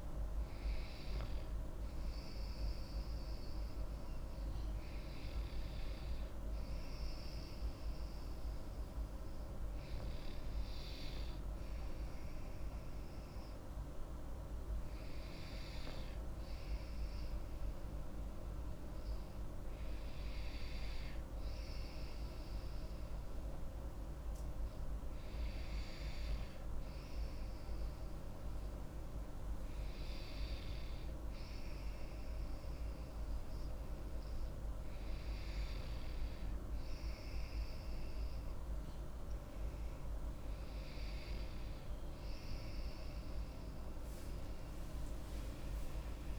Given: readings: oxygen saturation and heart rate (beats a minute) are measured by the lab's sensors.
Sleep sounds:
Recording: breathing in sleep, hard to hear, by a room microphone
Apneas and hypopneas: none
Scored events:
45.00-46.38 s: arousal
From the record:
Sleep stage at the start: N2 (light sleep)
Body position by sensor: on the back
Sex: female

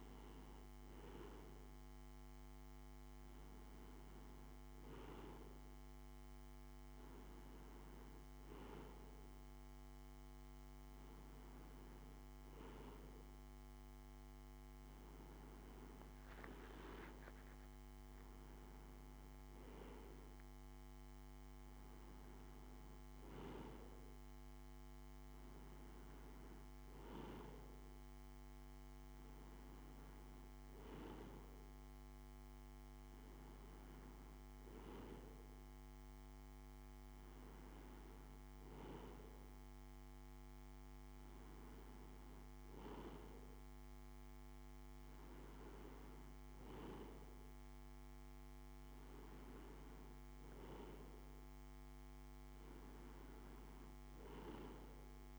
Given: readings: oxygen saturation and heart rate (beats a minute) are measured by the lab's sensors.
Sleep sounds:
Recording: breathing in sleep by a microphone on the trachea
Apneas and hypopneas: none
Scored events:
none scored
From the record:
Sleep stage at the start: N2 (light sleep)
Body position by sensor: on the right side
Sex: male

